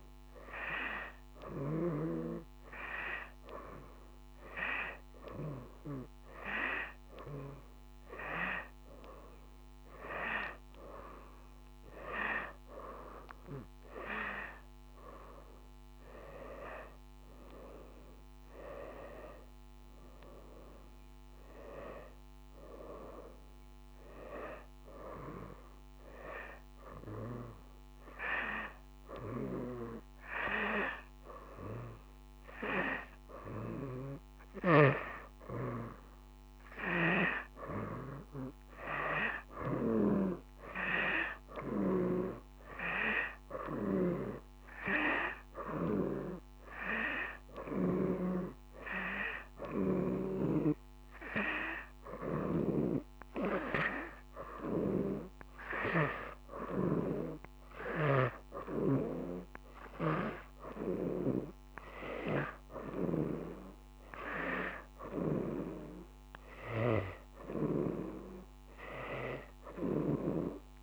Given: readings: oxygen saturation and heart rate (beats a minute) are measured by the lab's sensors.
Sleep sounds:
breathing in sleep by a microphone on the trachea; none
41.00-53.00 s: oxygen desaturation (device-marked, oxygen 95% before, 91% lowest, heart rate 93 before, 93 extreme)
From the record:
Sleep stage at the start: N2 (light sleep); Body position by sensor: on the right side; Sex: female

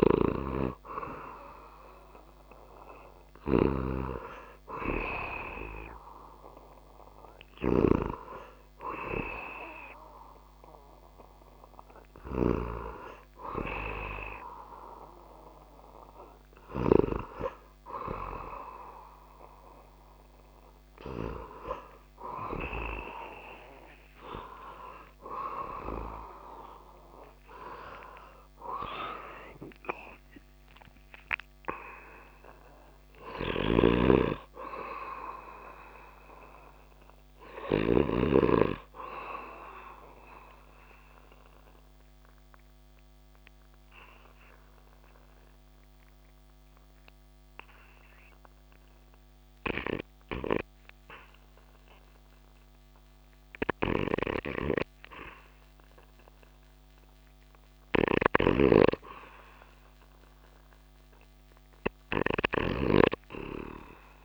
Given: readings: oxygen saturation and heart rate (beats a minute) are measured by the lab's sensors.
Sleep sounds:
breathing in sleep by a microphone on the trachea; 1
0.00-12.50 s: oxygen desaturation (device-marked, oxygen 83% lowest)
0.00-16.00 s: snoring (device-marked)
27.00-31.00 s: arousal
32.50-37.00 s: snoring (device-marked)
39.00-51.00 s: obstructive apnea (oxygen 95% before, 86% lowest)
53.50-57.00 s: arousal
57.00-62.00 s: snoring (device-marked)
From the record:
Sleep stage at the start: REM sleep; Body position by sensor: on the back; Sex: male

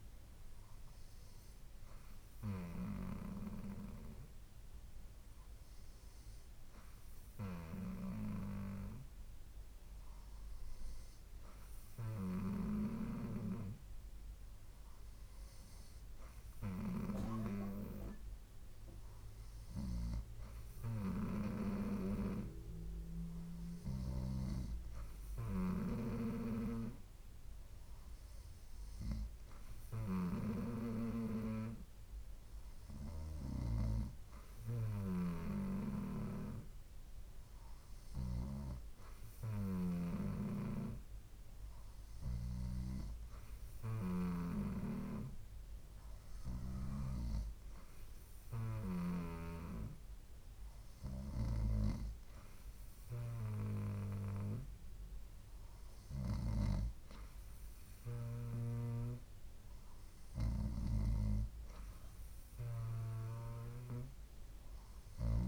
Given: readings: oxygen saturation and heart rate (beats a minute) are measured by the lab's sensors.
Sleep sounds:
breathing in sleep by a room microphone; none
none scored
From the record:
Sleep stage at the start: N2 (light sleep); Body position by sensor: on the right side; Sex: female

